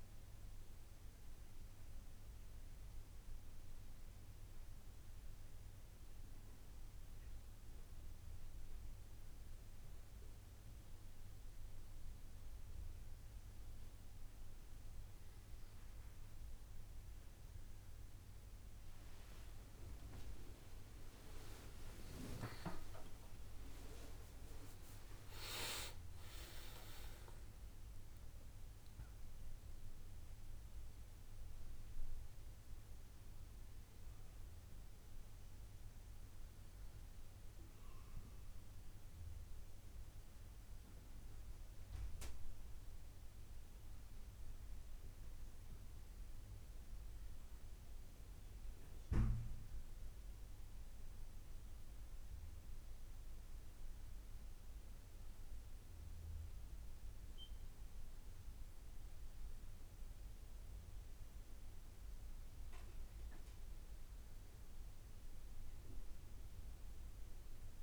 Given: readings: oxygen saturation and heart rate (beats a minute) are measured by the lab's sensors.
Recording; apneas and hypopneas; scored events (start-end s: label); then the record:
breathing in sleep by a room microphone; none
20.00-25.50 s: arousal
65.00-67.82 s: new sleep stage, N2 (light sleep)
From the record:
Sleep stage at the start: N1 (lightest sleep); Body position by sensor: on the back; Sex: male